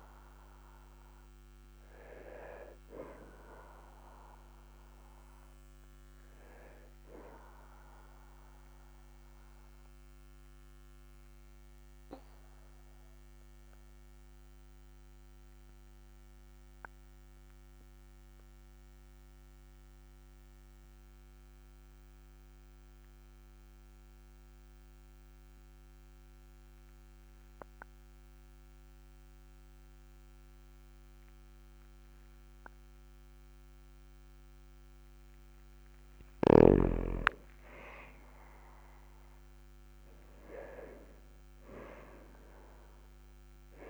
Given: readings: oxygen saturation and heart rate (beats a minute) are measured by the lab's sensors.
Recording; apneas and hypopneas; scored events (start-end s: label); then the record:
breathing in sleep by a microphone on the trachea; 1
0.00-13.00 s: oxygen desaturation (device-marked, oxygen 94% lowest, heart rate 41 extreme)
9.00-35.00 s: obstructive apnea (oxygen 98% before, 94% lowest, heart rate 47 before, 39 extreme, up 8 after)
38.00-41.50 s: arousal
From the record:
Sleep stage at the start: N2 (light sleep); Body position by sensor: on the back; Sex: male